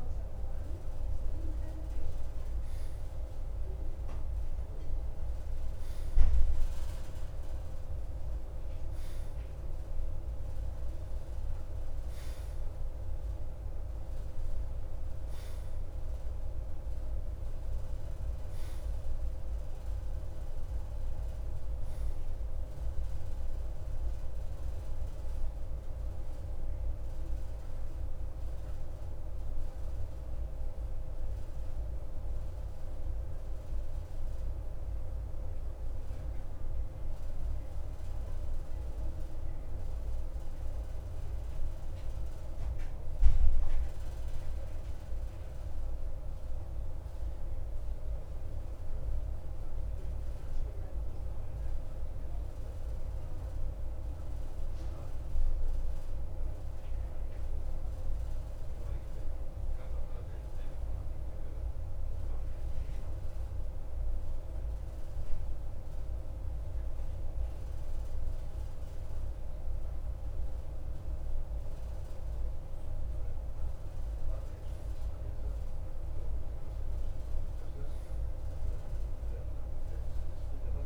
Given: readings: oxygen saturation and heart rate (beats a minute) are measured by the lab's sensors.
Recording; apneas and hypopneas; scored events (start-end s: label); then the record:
breathing in sleep, hard to hear, by a room microphone; 1
36.50-65.00 s: mixed apnea (oxygen 94% before, 91% lowest, heart rate 56 before, 52 extreme, up 0 after)
72.50-77.00 s: arousal
From the record:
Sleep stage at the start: N2 (light sleep); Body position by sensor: on the right side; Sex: male